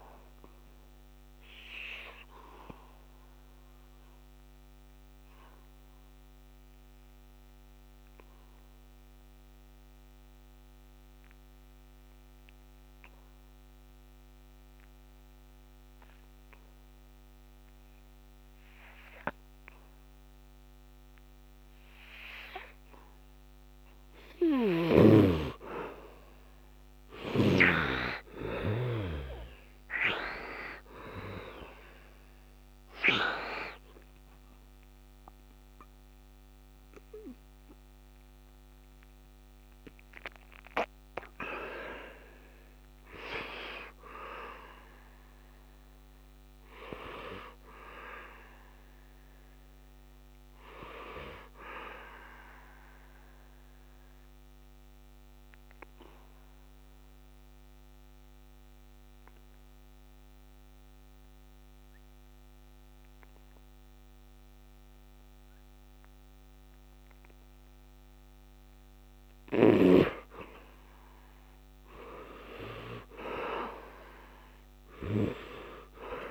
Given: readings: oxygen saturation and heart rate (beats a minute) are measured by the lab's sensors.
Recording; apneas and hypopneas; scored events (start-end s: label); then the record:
breathing in sleep by a microphone on the trachea; 2
0.00-14.00 s: oxygen desaturation (device-marked, oxygen 81% lowest, heart rate 67 extreme)
4.00-24.00 s: obstructive apnea (oxygen 99% before, 73% lowest, heart rate 77 before, 67 extreme, up 15 after)
23.00-51.00 s: oxygen desaturation (device-marked, oxygen 97% before, 73% lowest, heart rate 70 before, 65 extreme)
26.00-31.00 s: arousal
54.50-68.00 s: obstructive apnea (oxygen 100% before, 78% lowest, heart rate 93 before, 63 extreme, up 15 after)
70.50-75.00 s: arousal
From the record:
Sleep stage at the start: N2 (light sleep); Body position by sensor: on the back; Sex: male